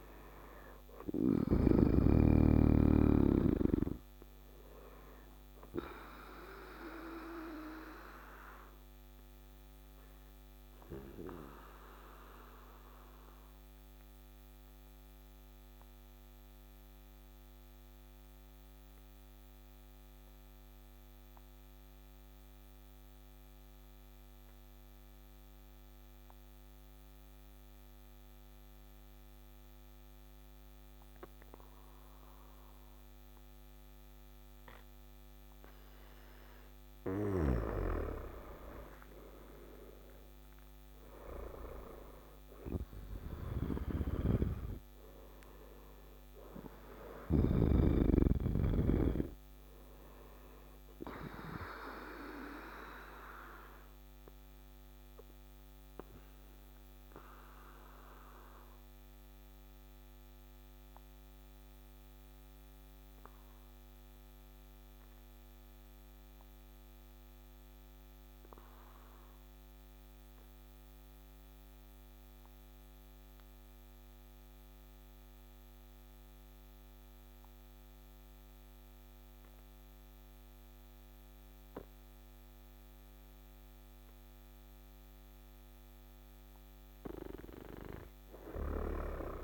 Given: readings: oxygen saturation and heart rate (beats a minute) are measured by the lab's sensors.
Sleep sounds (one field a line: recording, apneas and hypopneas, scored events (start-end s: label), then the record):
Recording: breathing in sleep by a microphone on the trachea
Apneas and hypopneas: 2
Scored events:
0.00-1.00 s: snoring (device-marked)
0.00-18.00 s: oxygen desaturation (device-marked, oxygen 90% lowest, heart rate 52 extreme)
12.00-36.00 s: obstructive apnea (oxygen 97% before, 90% lowest, heart rate 61 before, 52 extreme, up 9 after)
33.00-67.00 s: oxygen desaturation (device-marked, oxygen 99% before, 92% lowest, heart rate 54 before, 53 extreme)
38.00-43.50 s: arousal
43.00-46.50 s: snoring (device-marked)
55.00-85.00 s: obstructive apnea (oxygen 99% before, 89% lowest, heart rate 61 before, 53 extreme, up 5 after)
80.00-89.44 s: oxygen desaturation (device-marked, oxygen 100% before, 89% lowest, heart rate 55 before, 51 extreme)
88.00-89.44 s: arousal
From the record:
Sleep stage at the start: N2 (light sleep)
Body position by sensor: on the back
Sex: male